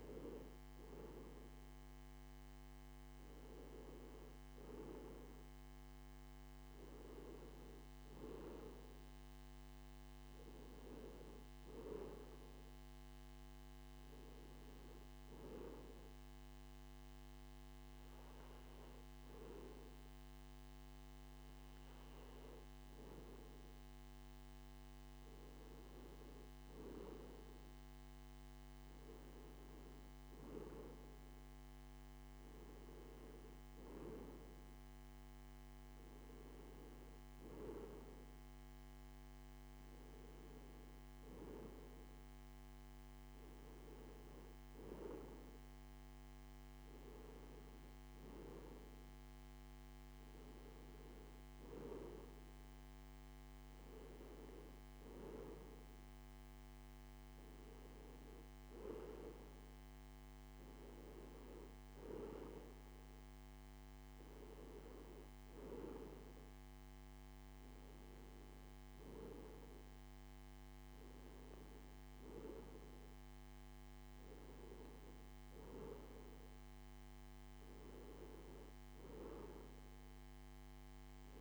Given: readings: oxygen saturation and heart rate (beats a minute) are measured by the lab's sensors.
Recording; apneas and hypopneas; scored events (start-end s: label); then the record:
breathing in sleep by a microphone on the trachea; none
none scored
From the record:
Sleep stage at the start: N2 (light sleep); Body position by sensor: on the back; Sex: male